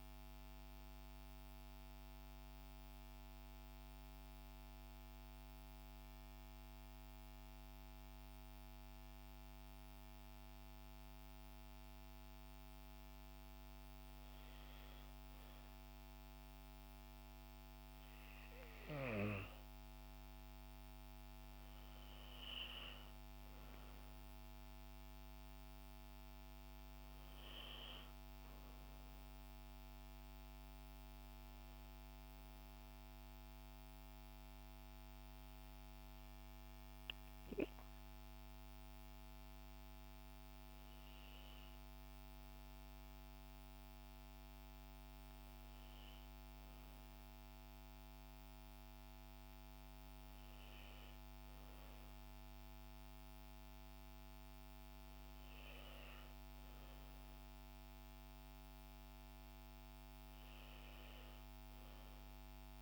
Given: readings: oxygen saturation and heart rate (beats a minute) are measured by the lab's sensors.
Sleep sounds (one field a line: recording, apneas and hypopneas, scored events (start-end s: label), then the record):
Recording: breathing in sleep, hard to hear, by a microphone on the trachea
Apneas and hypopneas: 1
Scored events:
0.50-13.00 s: mixed apnea (oxygen 95% before, 92% lowest, heart rate 80 before, 56 extreme, up 13 after)
14.50-18.00 s: arousal
16.50-40.50 s: oxygen desaturation (device-marked, oxygen 98% before, 92% lowest, heart rate 70 before, 54 extreme)
From the record:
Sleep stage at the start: N2 (light sleep)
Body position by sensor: on the back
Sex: female